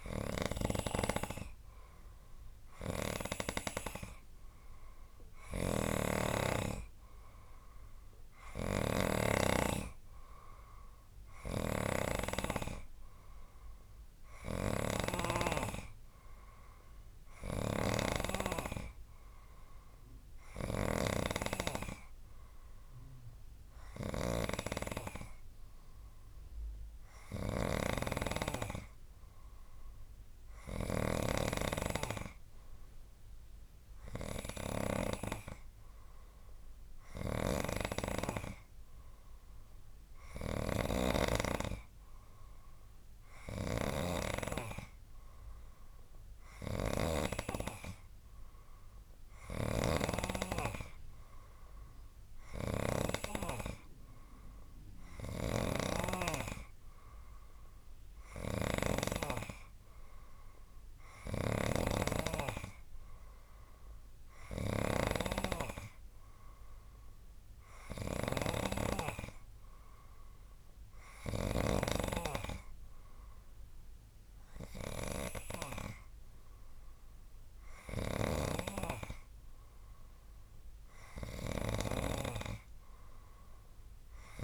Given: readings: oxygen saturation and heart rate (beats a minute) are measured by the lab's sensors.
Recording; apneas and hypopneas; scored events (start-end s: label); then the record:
breathing in sleep by a room microphone; none
0.00-31.00 s: snoring (device-marked)
37.00-53.00 s: snoring (device-marked)
55.00-72.00 s: snoring (device-marked)
78.00-84.44 s: snoring (device-marked)
From the record:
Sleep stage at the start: N2 (light sleep); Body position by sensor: on the right side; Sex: male